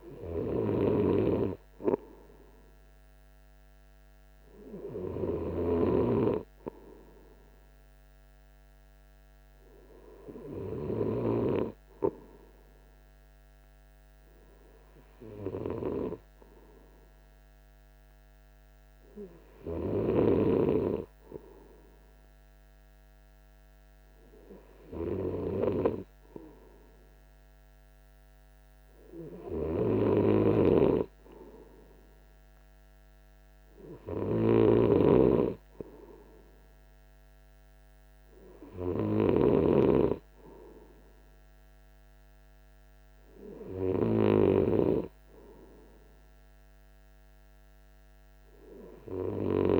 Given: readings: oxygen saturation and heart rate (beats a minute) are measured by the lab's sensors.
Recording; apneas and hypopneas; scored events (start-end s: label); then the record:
breathing in sleep by a microphone on the trachea; none
none scored
From the record:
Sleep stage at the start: N2 (light sleep); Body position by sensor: on the right side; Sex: male